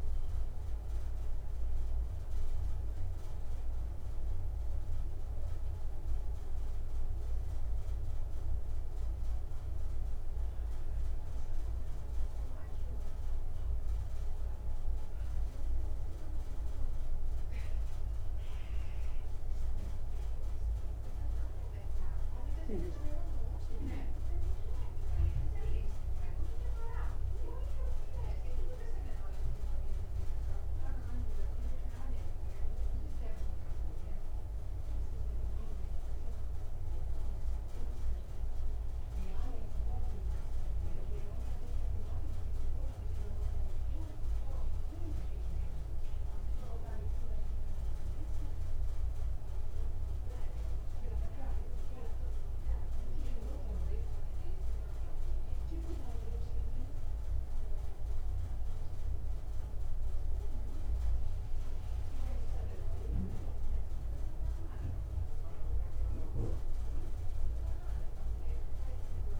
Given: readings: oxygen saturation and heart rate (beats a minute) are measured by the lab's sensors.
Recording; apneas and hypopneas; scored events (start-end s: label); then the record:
a person awake in a sleep study, hard to hear, by a room microphone; none
none scored
From the record:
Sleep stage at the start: awake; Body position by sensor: on the back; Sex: male